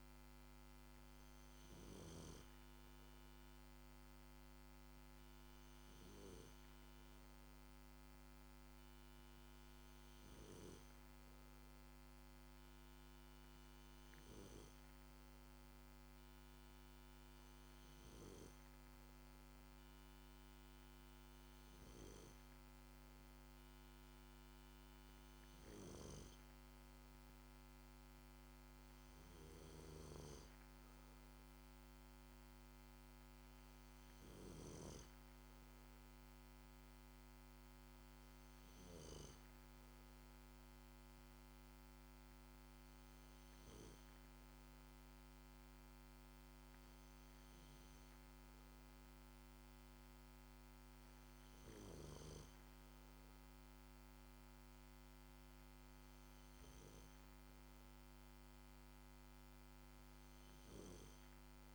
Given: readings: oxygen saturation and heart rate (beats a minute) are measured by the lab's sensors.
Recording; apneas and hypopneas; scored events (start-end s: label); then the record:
breathing in sleep by a microphone on the trachea; none
none scored
From the record:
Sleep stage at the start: N2 (light sleep); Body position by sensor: on the back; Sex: male